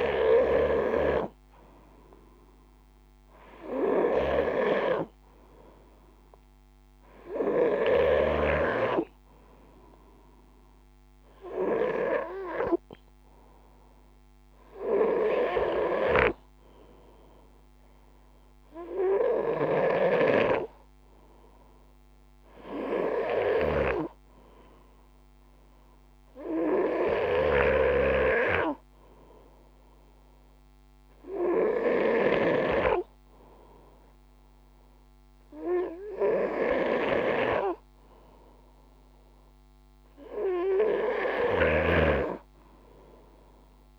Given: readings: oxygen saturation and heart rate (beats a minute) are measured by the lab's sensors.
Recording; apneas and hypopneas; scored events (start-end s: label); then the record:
breathing in sleep by a microphone on the trachea; none
0.00-7.50 s: snoring (device-marked)
22.50-26.50 s: snoring (device-marked)
40.50-43.99 s: snoring (device-marked)
From the record:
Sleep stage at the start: N2 (light sleep); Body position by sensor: on the front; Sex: male